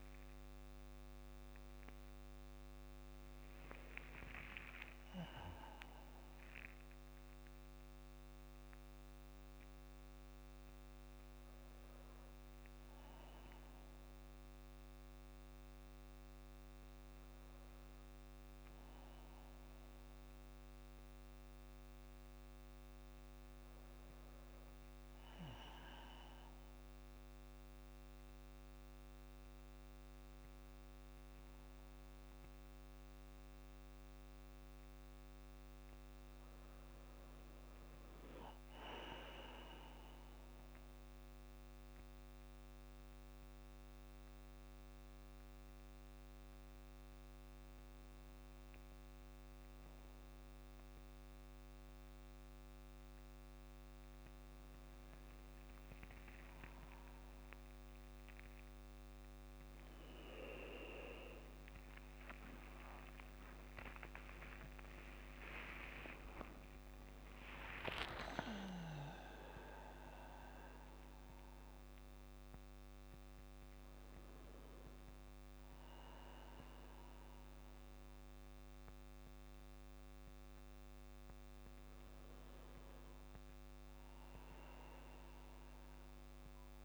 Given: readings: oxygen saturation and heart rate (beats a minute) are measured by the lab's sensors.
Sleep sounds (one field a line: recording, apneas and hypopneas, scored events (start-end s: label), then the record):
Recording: breathing in sleep by a microphone on the trachea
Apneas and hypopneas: none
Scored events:
1.00-4.50 s: arousal
8.00-10.00 s: long interval between heartbeats (device-marked, heart rate 57 before, 76 extreme)
10.00-12.00 s: long interval between heartbeats (device-marked, heart rate 60 before, 94 extreme)
53.00-67.00 s: tachycardia (device-marked, heart rate 60 before, 173 extreme)
53.50-55.50 s: long interval between heartbeats (device-marked, heart rate 55 before, 63 extreme)
60.00-62.00 s: long interval between heartbeats (device-marked, heart rate 73 before, 168 extreme)
62.00-67.00 s: arousal
63.00-65.00 s: long interval between heartbeats (device-marked, heart rate 89 before, 149 extreme)
65.50-67.50 s: long interval between heartbeats (device-marked, heart rate 100 before, 125 extreme)
67.50-69.50 s: long interval between heartbeats (device-marked, heart rate 107 before, 117 extreme)
From the record:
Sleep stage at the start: N1 (lightest sleep)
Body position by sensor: on the back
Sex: male